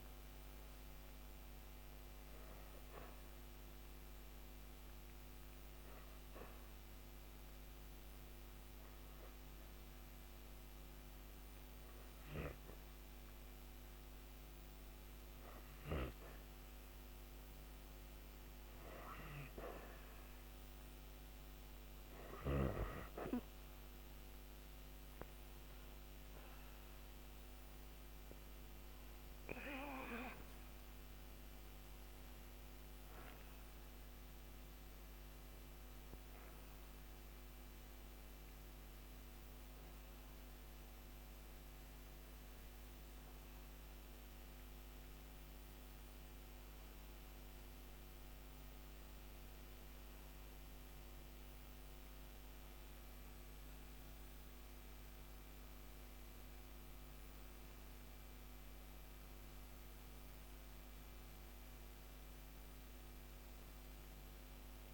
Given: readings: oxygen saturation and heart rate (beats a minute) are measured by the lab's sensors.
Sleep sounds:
breathing in sleep by a microphone on the trachea; 1
2.50-16.00 s: obstructive apnea (oxygen 96% before, 93% lowest, heart rate 107 before, 88 extreme, up 6 after)
19.50-64.94 s: new sleep stage, N1 (lightest sleep)
20.00-23.50 s: arousal
From the record:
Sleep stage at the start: N2 (light sleep); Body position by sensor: on the back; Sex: female

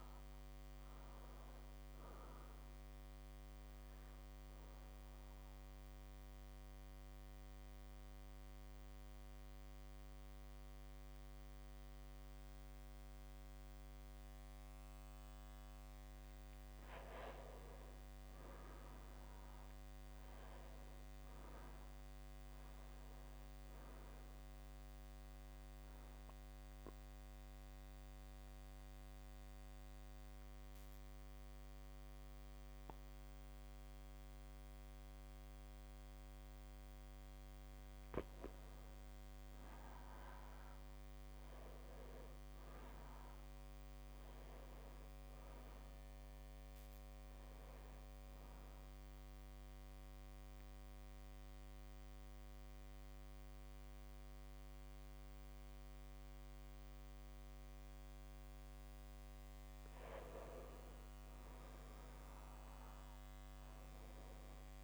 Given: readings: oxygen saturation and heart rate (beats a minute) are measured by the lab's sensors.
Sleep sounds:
breathing in sleep, hard to hear, by a microphone on the trachea; 3
5.00-16.00 s: mixed apnea (oxygen 99% before, 96% lowest)
17.00-21.00 s: arousal
25.00-37.50 s: obstructive apnea (oxygen 99% before, 96% lowest)
39.00-42.00 s: arousal
48.50-58.50 s: central apnea (oxygen 98% before, 96% lowest)
61.50-64.84 s: arousal
From the record:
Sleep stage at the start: N2 (light sleep); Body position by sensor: on the back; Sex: male

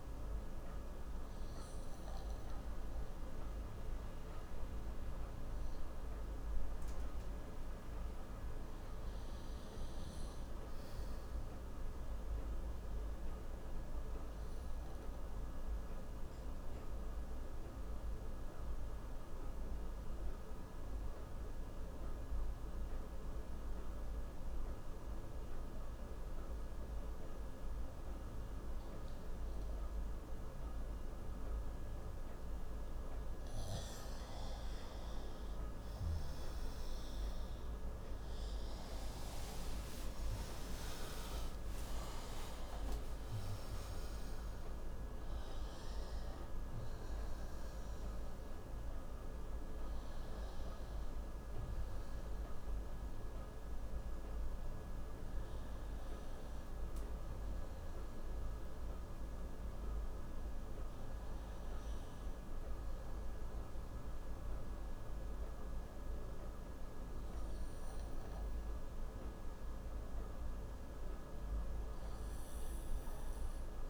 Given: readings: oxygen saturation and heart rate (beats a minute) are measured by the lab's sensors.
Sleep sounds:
breathing in sleep, hard to hear, by a room microphone; 1
5.50-9.50 s: arousal
12.50-31.50 s: obstructive apnea (oxygen 96% before, 89% lowest)
24.50-70.50 s: oxygen desaturation (device-marked, oxygen 96% before, 89% lowest)
35.50-65.50 s: new sleep stage, N1 (lightest sleep)
36.50-41.50 s: arousal
65.50-73.90 s: new sleep stage, N2 (light sleep)
From the record:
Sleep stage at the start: N2 (light sleep); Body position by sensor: on the left side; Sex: male

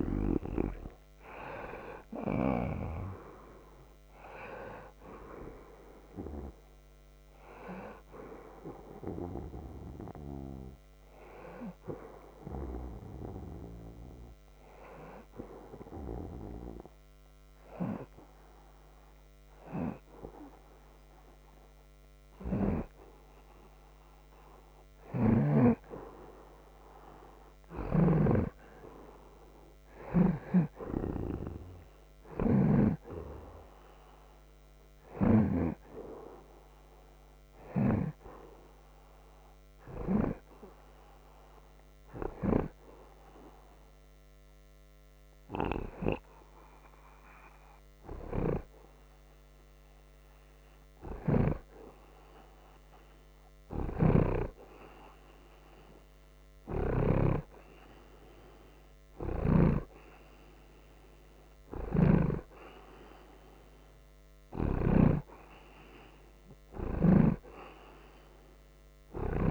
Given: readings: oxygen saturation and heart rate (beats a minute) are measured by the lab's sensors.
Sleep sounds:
breathing in sleep by a microphone on the trachea; 2
0.00-3.50 s: arousal
0.00-3.50 s: oxygen desaturation (device-marked, oxygen 84% lowest)
5.50-21.50 s: oxygen desaturation (device-marked, oxygen 93% before, 86% lowest, heart rate 31 before, 25 extreme)
14.00-24.00 s: hypopnea (oxygen 93% before, 86% lowest)
16.50-69.50 s: new sleep stage, N2 (light sleep)
25.00-33.00 s: snoring (device-marked)
26.00-30.50 s: arousal
29.50-43.50 s: oxygen desaturation (device-marked, oxygen 93% before, 86% lowest, heart rate 39 before, 28 extreme)
41.00-51.00 s: hypopnea (oxygen 93% before, 86% lowest, heart rate 45 before, 28 extreme, up 12 after)
51.00-65.00 s: snoring (device-marked)
53.50-58.00 s: arousal
61.50-69.50 s: oxygen desaturation (device-marked, oxygen 91% before, 86% lowest)
67.00-69.50 s: snoring (device-marked)
From the record:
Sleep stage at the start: REM sleep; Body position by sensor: on the right side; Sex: male

